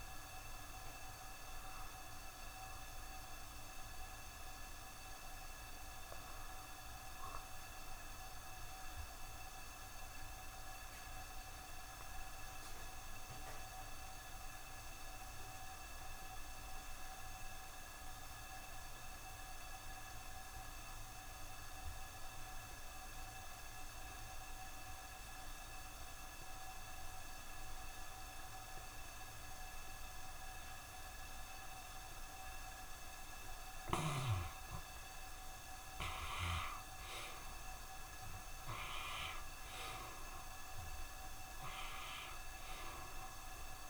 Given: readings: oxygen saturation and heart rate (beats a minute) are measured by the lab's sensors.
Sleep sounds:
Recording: breathing in sleep by a room microphone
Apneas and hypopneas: 1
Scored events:
0.00-18.50 s: oxygen desaturation (device-marked, oxygen 74% lowest, heart rate 65 extreme)
2.00-33.50 s: obstructive apnea (oxygen 91% before, 74% lowest, heart rate 71 before, 65 extreme, up 4 after)
27.50-43.90 s: oxygen desaturation (device-marked, oxygen 96% before, 78% lowest, heart rate 66 before, 66 extreme)
36.00-40.50 s: arousal
From the record:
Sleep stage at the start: N2 (light sleep)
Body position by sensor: on the back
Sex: male

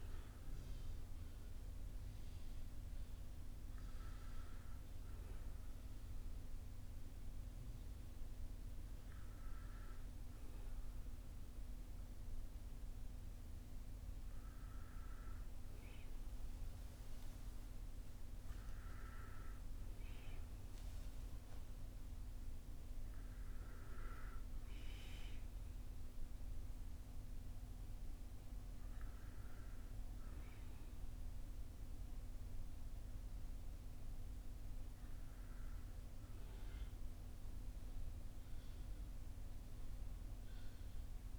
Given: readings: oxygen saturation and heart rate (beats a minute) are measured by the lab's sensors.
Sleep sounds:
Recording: breathing in sleep, hard to hear, by a room microphone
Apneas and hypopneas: none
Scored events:
none scored
From the record:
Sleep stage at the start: N1 (lightest sleep)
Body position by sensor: on the back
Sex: male

